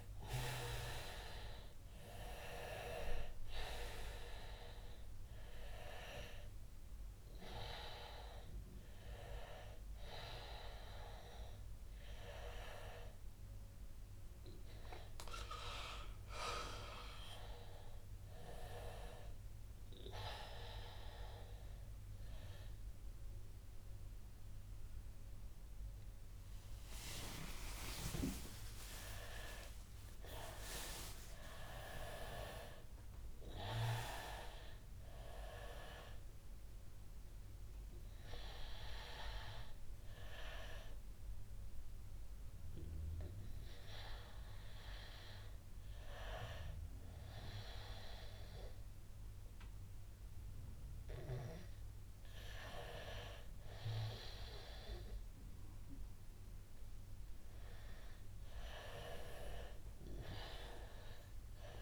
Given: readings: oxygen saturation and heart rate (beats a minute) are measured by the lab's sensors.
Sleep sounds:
a person awake in a sleep study, by a room microphone; none
33.50-61.82 s: new sleep stage, N1 (lightest sleep)
From the record:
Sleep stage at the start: awake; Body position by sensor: on the back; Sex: male

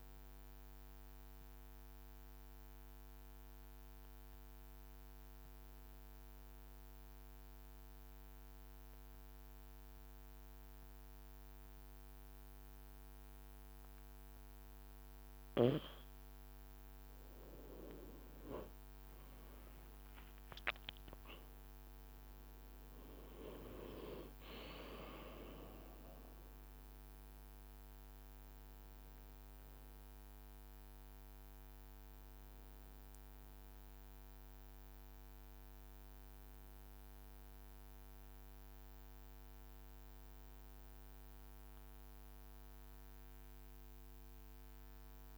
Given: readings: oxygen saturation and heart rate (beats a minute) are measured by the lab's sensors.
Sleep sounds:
breathing in sleep by a microphone on the trachea; 1
1.50-15.00 s: obstructive apnea (oxygen 96% before, 91% lowest, heart rate 54 before, 51 extreme, up 5 after)
16.50-21.00 s: arousal
17.50-22.00 s: leg movement (device-marked)
23.50-26.50 s: leg movement (device-marked)
43.00-45.38 s: oxygen desaturation (device-marked, oxygen 94% before, 91% lowest, heart rate 58 before, 53 extreme)
From the record:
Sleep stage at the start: N2 (light sleep); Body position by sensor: on the back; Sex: male

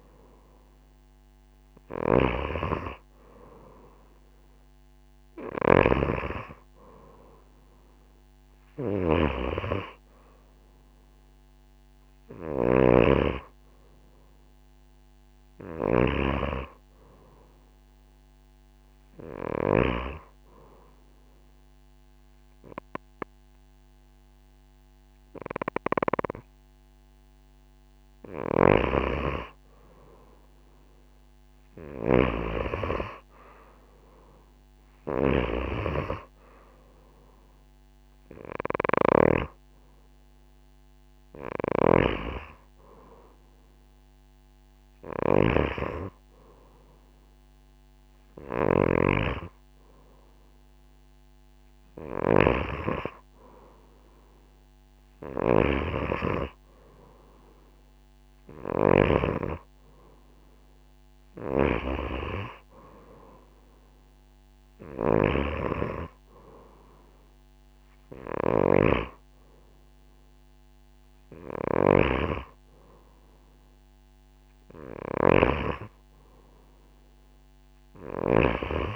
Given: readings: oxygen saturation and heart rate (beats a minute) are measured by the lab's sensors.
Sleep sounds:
breathing in sleep by a microphone on the trachea; 1
4.50-16.50 s: oxygen desaturation (device-marked, oxygen 93% before, 90% lowest)
12.50-16.00 s: snoring (device-marked)
19.50-30.00 s: obstructive apnea (oxygen 93% before, 88% lowest)
28.00-32.50 s: snoring (device-marked)
33.50-36.50 s: arousal
37.50-51.50 s: oxygen desaturation (device-marked, oxygen 93% before, 88% lowest)
41.50-52.50 s: snoring (device-marked)
65.00-78.50 s: snoring (device-marked)
From the record:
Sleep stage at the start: N2 (light sleep); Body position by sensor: on the right side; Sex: female

